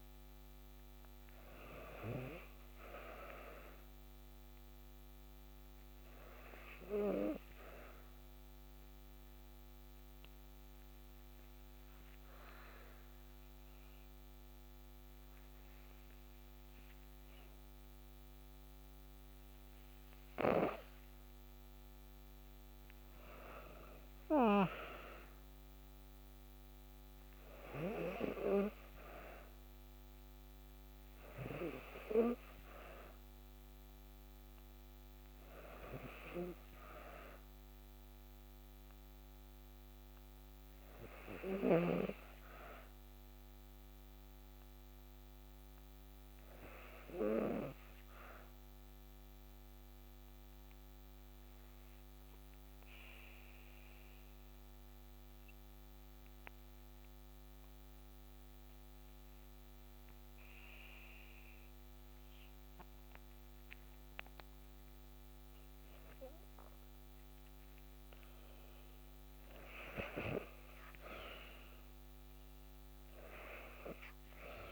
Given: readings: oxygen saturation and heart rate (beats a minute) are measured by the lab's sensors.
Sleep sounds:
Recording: breathing in sleep by a microphone on the trachea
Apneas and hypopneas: 2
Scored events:
9.50-19.50 s: obstructive apnea (oxygen 96% before, 93% lowest, heart rate 56 before, 52 extreme, up 2 after)
21.00-25.50 s: arousal
48.50-65.50 s: obstructive apnea (oxygen 95% before, 89% lowest, heart rate 55 before, 53 extreme, up 2 after)
67.00-70.50 s: arousal
From the record:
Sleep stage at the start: N2 (light sleep)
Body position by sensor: on the back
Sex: female

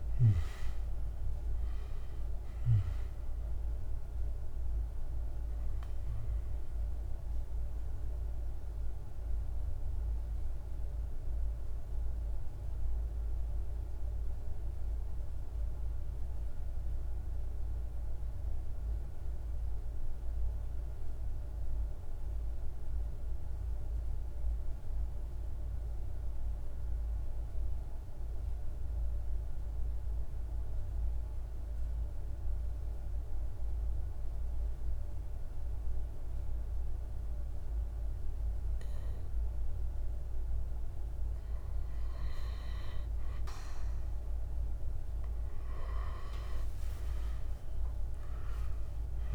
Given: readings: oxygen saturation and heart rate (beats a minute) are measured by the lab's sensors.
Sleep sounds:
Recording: breathing in sleep, hard to hear, by a room microphone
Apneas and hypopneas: 1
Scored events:
0.00-18.00 s: oxygen desaturation (device-marked, oxygen 86% lowest, heart rate 43 extreme)
6.00-43.50 s: mixed apnea (oxygen 97% before, 86% lowest, heart rate 55 before, 38 extreme, up 12 after)
37.00-49.35 s: oxygen desaturation (device-marked, oxygen 99% before, 88% lowest, heart rate 48 before, 38 extreme)
46.50-49.35 s: arousal
From the record:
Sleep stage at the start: N2 (light sleep)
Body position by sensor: on the back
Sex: male

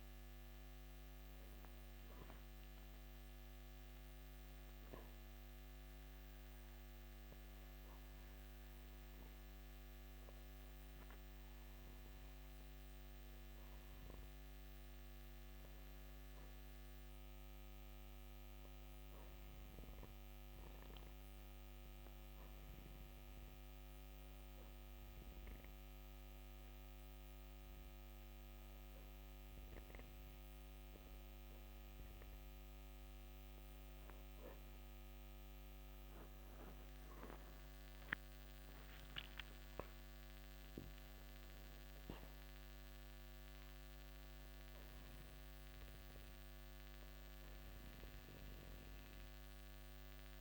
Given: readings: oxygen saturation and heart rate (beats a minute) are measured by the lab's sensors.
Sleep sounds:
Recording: breathing in sleep, hard to hear, by a microphone on the trachea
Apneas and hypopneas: 1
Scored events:
8.50-31.00 s: obstructive apnea (oxygen 96% before, 94% lowest, heart rate 57 before, 46 extreme, up 29 after)
34.50-39.50 s: arousal
From the record:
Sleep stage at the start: N2 (light sleep)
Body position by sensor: on the back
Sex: male

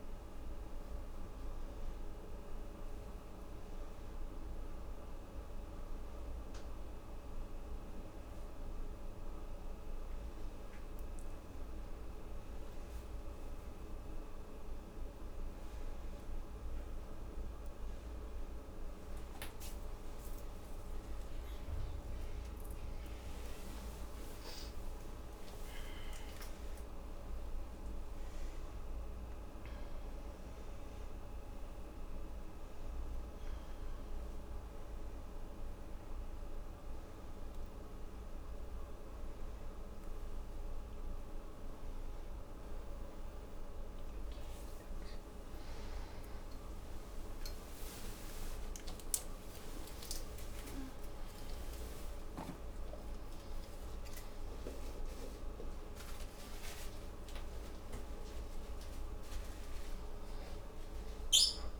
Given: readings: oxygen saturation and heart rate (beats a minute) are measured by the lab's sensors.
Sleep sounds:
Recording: a person awake in a sleep study, hard to hear, by a room microphone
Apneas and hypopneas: none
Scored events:
none scored
From the record:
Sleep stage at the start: awake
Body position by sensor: on the right side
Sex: female

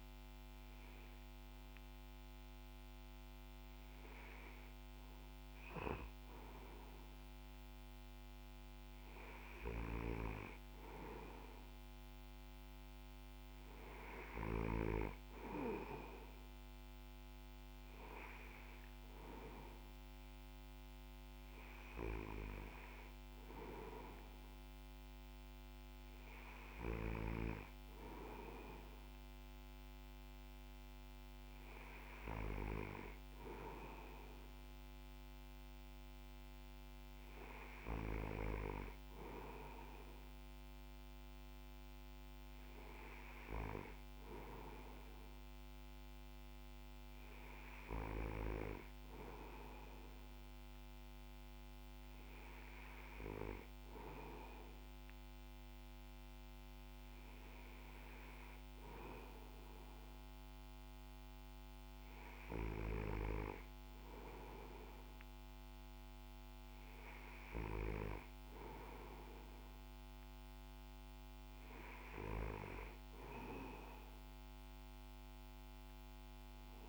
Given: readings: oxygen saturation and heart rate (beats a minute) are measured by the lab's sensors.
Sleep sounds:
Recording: breathing in sleep by a microphone on the trachea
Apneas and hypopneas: none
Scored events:
none scored
From the record:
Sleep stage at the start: N2 (light sleep)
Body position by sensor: on the back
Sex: male

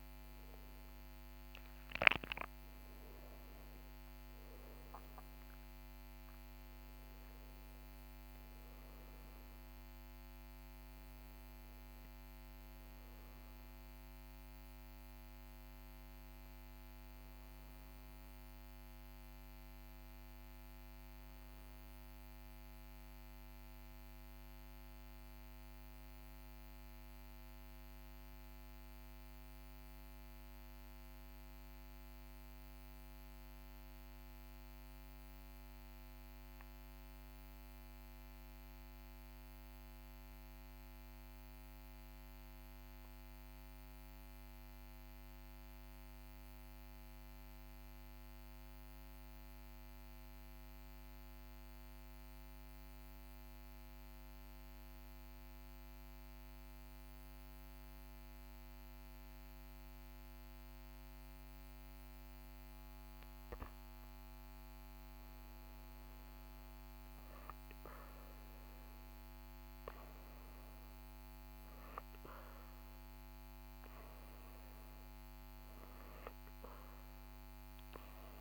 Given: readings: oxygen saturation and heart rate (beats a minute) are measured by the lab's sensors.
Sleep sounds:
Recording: breathing in sleep, hard to hear, by a microphone on the trachea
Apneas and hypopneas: 1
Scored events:
0.00-8.50 s: oxygen desaturation (device-marked, oxygen 95% lowest, heart rate 40 extreme)
5.50-65.50 s: new sleep stage, N1 (lightest sleep)
25.50-28.50 s: arousal
30.50-63.50 s: mixed apnea (oxygen 96% before, 92% lowest, heart rate 42 before, 40 extreme, up 2 after)
65.00-68.50 s: arousal
65.50-78.41 s: new sleep stage, N2 (light sleep)
From the record:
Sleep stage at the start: N2 (light sleep)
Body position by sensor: on the back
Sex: male

